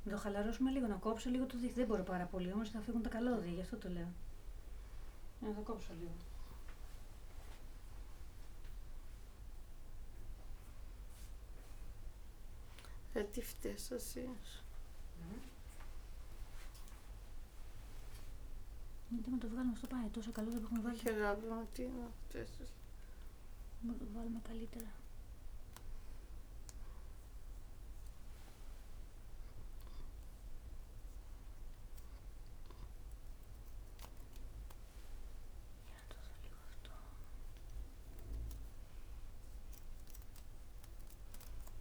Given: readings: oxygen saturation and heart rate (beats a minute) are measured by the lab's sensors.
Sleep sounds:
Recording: a person awake in a sleep study, by a room microphone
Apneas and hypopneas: none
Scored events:
none scored
From the record:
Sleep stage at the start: awake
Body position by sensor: on the back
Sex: female

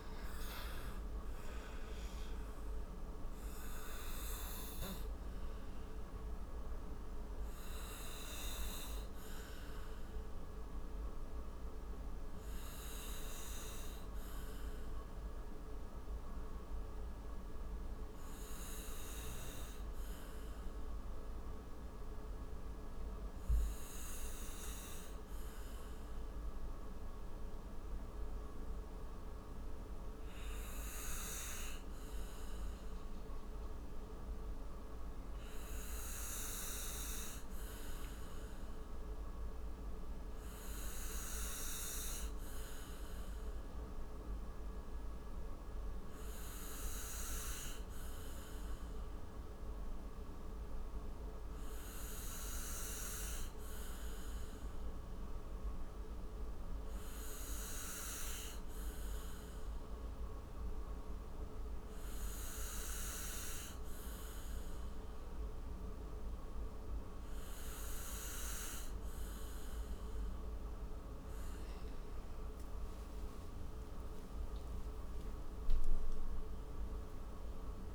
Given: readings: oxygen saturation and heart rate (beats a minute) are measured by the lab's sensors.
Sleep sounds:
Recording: breathing in sleep, hard to hear, by a room microphone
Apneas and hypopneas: 1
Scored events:
1.00-18.00 s: oxygen desaturation (device-marked, oxygen 98% before, 93% lowest, heart rate 71 before, 66 extreme)
1.50-4.50 s: arousal
11.00-71.00 s: obstructive apnea (oxygen 98% before, 93% lowest, heart rate 84 before, 58 extreme, up 40 after)
33.00-34.00 s: oxygen desaturation (device-marked, oxygen 98% before, 96% lowest, heart rate 74 before, 58 extreme)
74.00-77.95 s: arousal
From the record:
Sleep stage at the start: N2 (light sleep)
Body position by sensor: on the right side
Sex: male

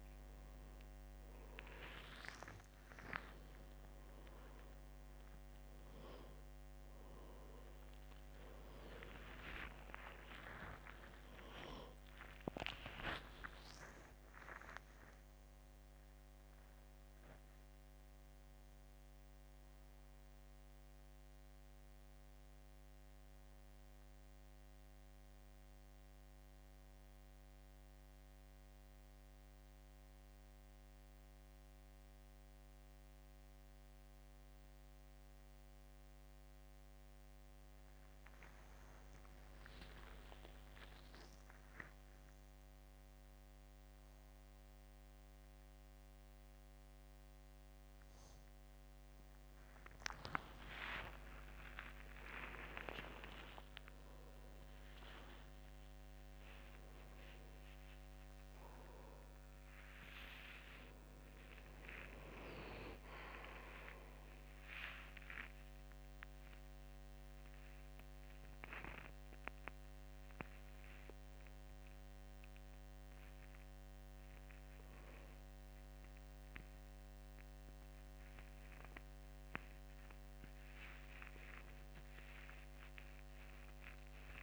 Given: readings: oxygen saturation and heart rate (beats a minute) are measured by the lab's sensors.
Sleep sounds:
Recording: a person awake in a sleep study, by a microphone on the trachea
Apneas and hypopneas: 1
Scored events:
27.00-37.50 s: hypopnea (oxygen 99% before, 95% lowest, heart rate 95 before, 72 extreme, up 7 after)
From the record:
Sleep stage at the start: awake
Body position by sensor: on the back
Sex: male

